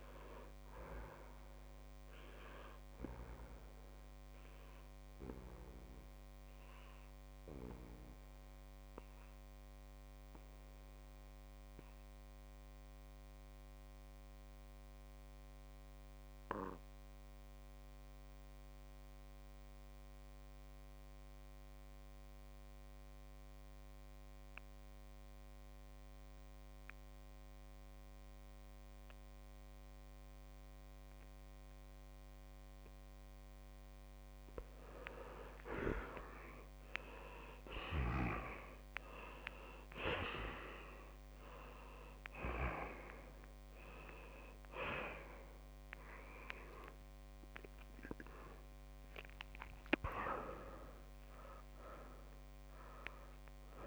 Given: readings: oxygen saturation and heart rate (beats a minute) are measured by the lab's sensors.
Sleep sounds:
breathing in sleep by a microphone on the trachea; 1
0.00-14.50 s: oxygen desaturation (device-marked, oxygen 93% lowest)
3.50-35.00 s: obstructive apnea (oxygen 99% before, 90% lowest)
30.50-53.86 s: oxygen desaturation (device-marked, oxygen 98% before, 90% lowest)
42.50-47.00 s: arousal
From the record:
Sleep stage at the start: N2 (light sleep); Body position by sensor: on the back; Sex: male

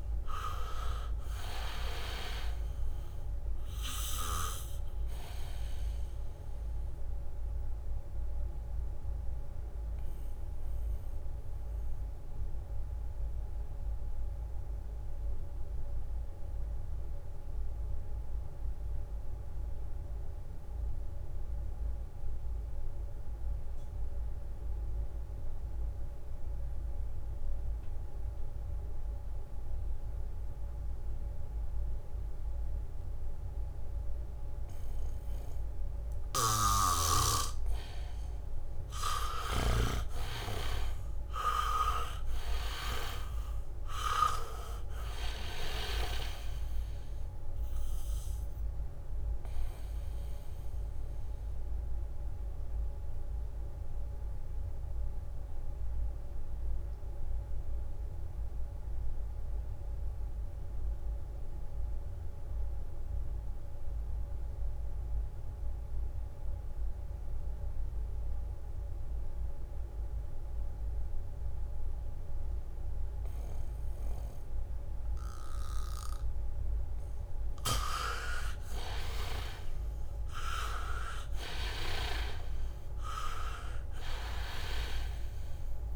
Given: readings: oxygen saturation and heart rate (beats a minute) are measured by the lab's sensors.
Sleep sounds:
breathing in sleep by a room microphone; 2
0.00-2.50 s: leg movement (device-marked)
0.00-22.50 s: oxygen desaturation (device-marked, oxygen 76% lowest, heart rate 63 extreme)
3.00-5.50 s: leg movement (device-marked)
7.00-40.50 s: mixed apnea (oxygen 99% before, 76% lowest, heart rate 68 before, 63 extreme, up 9 after)
28.50-65.50 s: oxygen desaturation (device-marked, oxygen 99% before, 77% lowest, heart rate 72 before, 63 extreme)
36.50-47.00 s: leg movement (device-marked)
42.00-46.00 s: arousal
49.00-76.00 s: obstructive apnea (oxygen 99% before, 77% lowest, heart rate 68 before, 65 extreme, up 3 after)
61.50-64.00 s: leg movement (device-marked)
65.50-68.00 s: leg movement (device-marked)
69.50-85.96 s: oxygen desaturation (device-marked, oxygen 99% before, 77% lowest, heart rate 71 before, 64 extreme)
79.00-83.50 s: arousal
From the record:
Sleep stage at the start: N2 (light sleep); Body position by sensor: on the back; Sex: male

